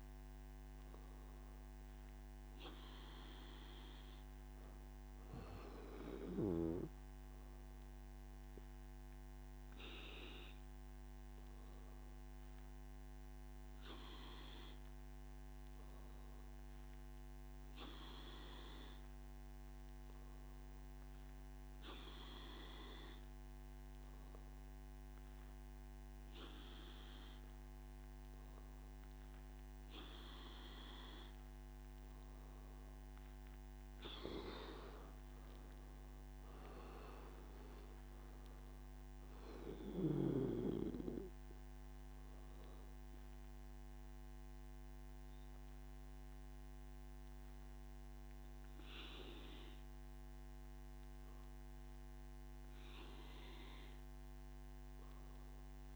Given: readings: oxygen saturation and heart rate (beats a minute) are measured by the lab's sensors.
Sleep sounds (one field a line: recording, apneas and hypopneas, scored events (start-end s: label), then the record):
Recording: breathing in sleep by a microphone on the trachea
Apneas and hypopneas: none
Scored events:
15.50-55.96 s: new sleep stage, N2 (light sleep)
From the record:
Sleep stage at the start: N1 (lightest sleep)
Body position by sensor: on the back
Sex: male